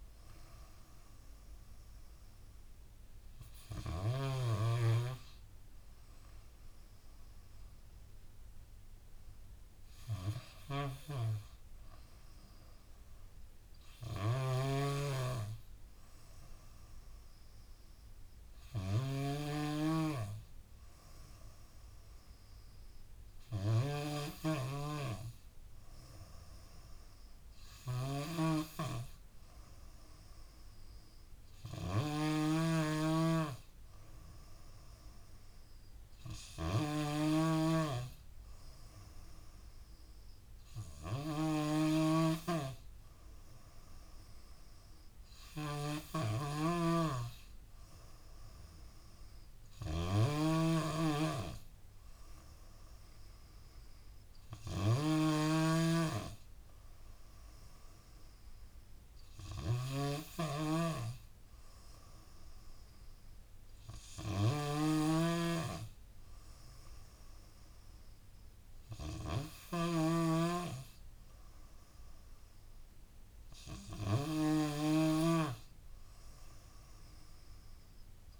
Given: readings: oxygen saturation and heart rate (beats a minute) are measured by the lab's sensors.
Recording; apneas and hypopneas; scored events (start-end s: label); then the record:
breathing in sleep by a room microphone; none
0.00-3.00 s: drop in pulse transit time (device-marked, heart rate 79 extreme)
0.00-9.00 s: oxygen desaturation (device-marked, oxygen 92% lowest, heart rate 73 extreme)
10.50-78.40 s: snoring (device-marked)
From the record:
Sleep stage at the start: N2 (light sleep); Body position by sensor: on the back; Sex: female